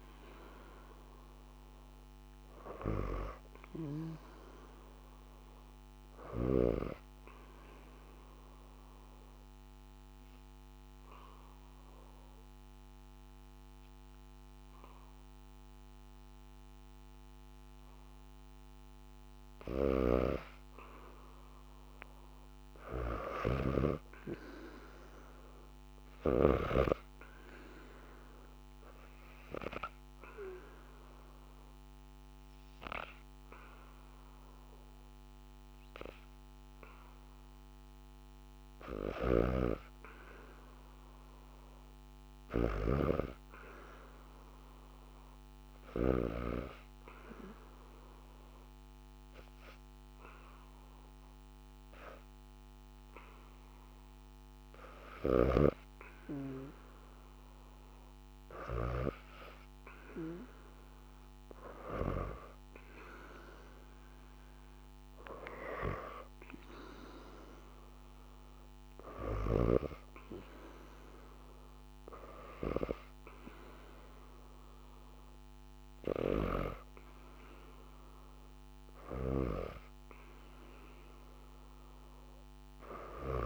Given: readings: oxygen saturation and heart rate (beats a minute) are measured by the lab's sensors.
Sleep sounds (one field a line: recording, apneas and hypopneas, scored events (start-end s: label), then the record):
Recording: breathing in sleep by a microphone on the trachea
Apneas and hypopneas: 3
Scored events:
0.00-4.00 s: oxygen desaturation (device-marked, oxygen 89% lowest, heart rate 73 extreme)
7.00-19.00 s: obstructive apnea (oxygen 99% before, 85% lowest, heart rate 83 before, 73 extreme, up 0 after)
19.00-23.50 s: snoring (device-marked)
21.50-25.00 s: arousal
22.00-44.00 s: oxygen desaturation (device-marked, oxygen 98% before, 85% lowest, heart rate 79 before, 72 extreme)
28.00-39.00 s: obstructive apnea (oxygen 99% before, 85% lowest, heart rate 77 before, 72 extreme, up 0 after)
38.50-46.00 s: snoring (device-marked)
40.50-42.50 s: arousal
44.50-55.50 s: hypopnea (oxygen 98% before, 89% lowest, heart rate 75 before, 72 extreme, up 1 after)
46.00-60.00 s: oxygen desaturation (device-marked, oxygen 96% before, 89% lowest, heart rate 75 before, 72 extreme)
54.50-58.50 s: snoring (device-marked)
61.00-64.50 s: arousal
From the record:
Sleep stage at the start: N2 (light sleep)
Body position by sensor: on the back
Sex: female